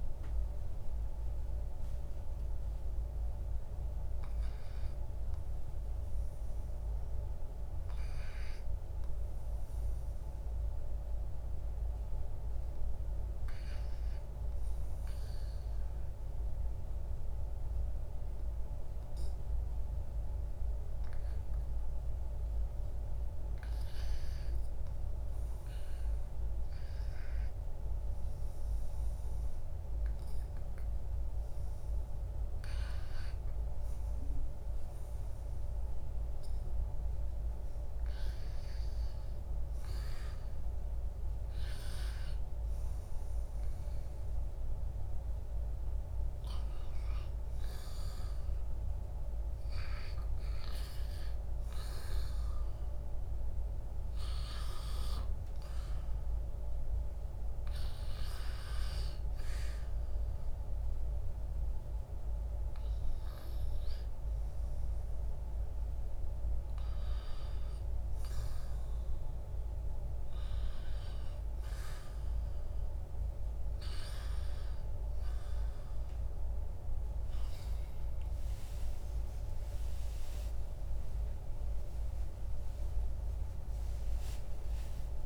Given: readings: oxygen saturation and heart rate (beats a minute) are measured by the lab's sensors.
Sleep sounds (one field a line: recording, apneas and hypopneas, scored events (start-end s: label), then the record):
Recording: breathing in sleep, hard to hear, by a room microphone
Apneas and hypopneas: 1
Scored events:
14.50-25.00 s: hypopnea (oxygen 99% before, 94% lowest, heart rate 69 before, 71 extreme, up 2 after)
27.00-31.00 s: arousal
39.50-65.50 s: oxygen desaturation (device-marked, oxygen 98% before, 94% lowest, heart rate 73 before, 69 extreme)
77.50-84.00 s: arousal
From the record:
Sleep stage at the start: REM sleep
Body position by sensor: on the back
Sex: male